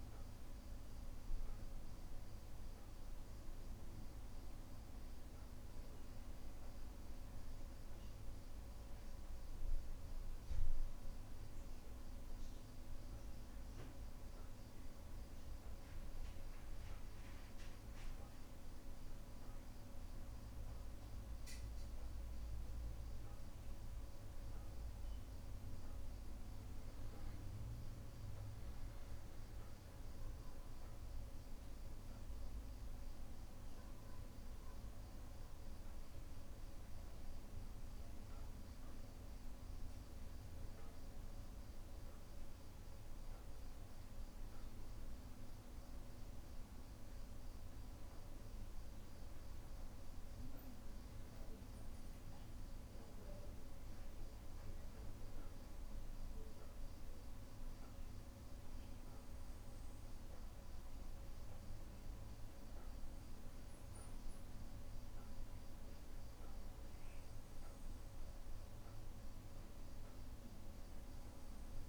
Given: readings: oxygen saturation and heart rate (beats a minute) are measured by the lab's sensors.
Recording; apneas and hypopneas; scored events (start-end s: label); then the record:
breathing in sleep, hard to hear, by a room microphone; 1
31.00-44.50 s: central apnea (oxygen 96% before, 93% lowest, heart rate 61 before, 60 extreme, up 2 after)
46.50-51.00 s: arousal
57.00-66.00 s: oxygen desaturation (device-marked, oxygen 97% before, 94% lowest, heart rate 61 before, 61 extreme)
69.00-71.88 s: new sleep stage, N2 (light sleep)
From the record:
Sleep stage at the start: N1 (lightest sleep); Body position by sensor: on the back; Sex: male